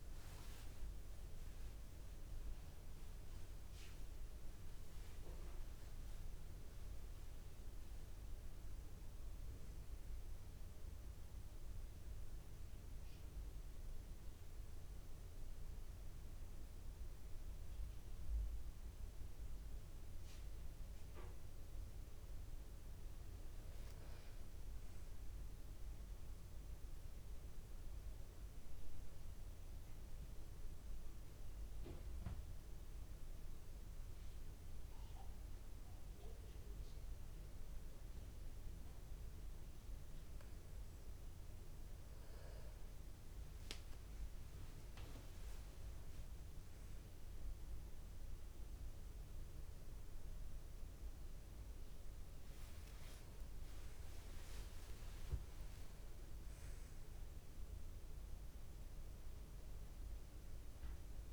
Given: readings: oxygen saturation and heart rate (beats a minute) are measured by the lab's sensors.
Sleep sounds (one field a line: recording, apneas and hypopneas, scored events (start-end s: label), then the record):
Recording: a person partly awake in a sleep study, hard to hear, by a room microphone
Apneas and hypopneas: 1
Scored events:
0.00-7.50 s: oxygen desaturation (device-marked, oxygen 93% lowest, heart rate 52 extreme)
12.50-42.50 s: new sleep stage, N1 (lightest sleep)
33.50-43.50 s: hypopnea (oxygen 97% before, 94% lowest, heart rate 55 before, 36 extreme, up 5 after)
42.50-61.33 s: new sleep stage, N2 (light sleep)
45.50-48.50 s: arousal
From the record:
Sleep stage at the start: awake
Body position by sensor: on the back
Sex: male